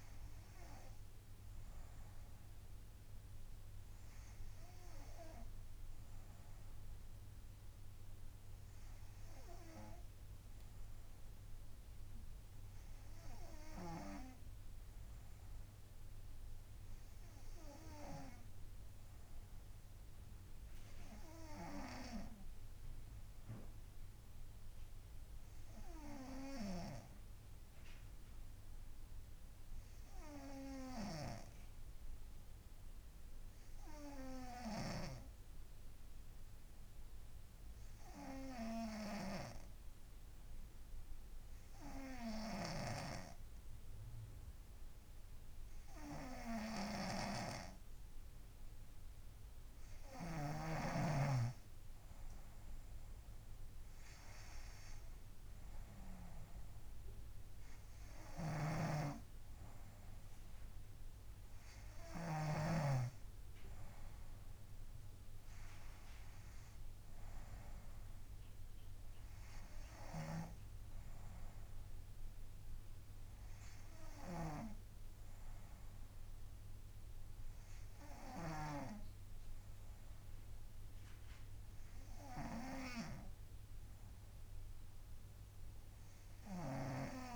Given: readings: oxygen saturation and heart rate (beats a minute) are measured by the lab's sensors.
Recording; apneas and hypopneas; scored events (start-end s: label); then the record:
breathing in sleep by a room microphone; 1
22.50-49.00 s: obstructive apnea (oxygen 98% before, 94% lowest, heart rate 62 before, 65 extreme, up 8 after)
40.50-70.50 s: oxygen desaturation (device-marked, oxygen 97% before, 94% lowest, heart rate 64 before, 61 extreme)
53.00-56.50 s: arousal
58.50-63.00 s: snoring (device-marked)
From the record:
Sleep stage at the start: N2 (light sleep); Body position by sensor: on the right side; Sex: female